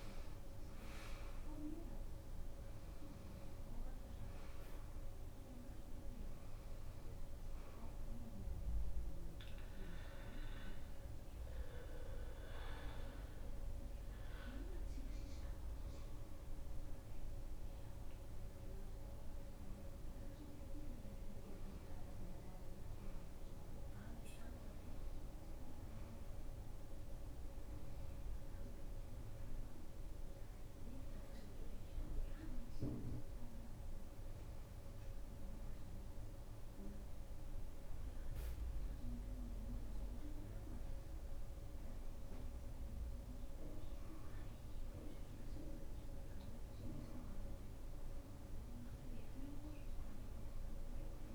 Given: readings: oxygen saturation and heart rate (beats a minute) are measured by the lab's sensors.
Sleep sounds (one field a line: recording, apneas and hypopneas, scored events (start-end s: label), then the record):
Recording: a person awake in a sleep study, hard to hear, by a room microphone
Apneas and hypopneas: none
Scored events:
5.00-16.00 s: oxygen desaturation (device-marked, oxygen 93% before, 82% lowest, heart rate 110 before, 86 extreme)
From the record:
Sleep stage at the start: awake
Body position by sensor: upright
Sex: female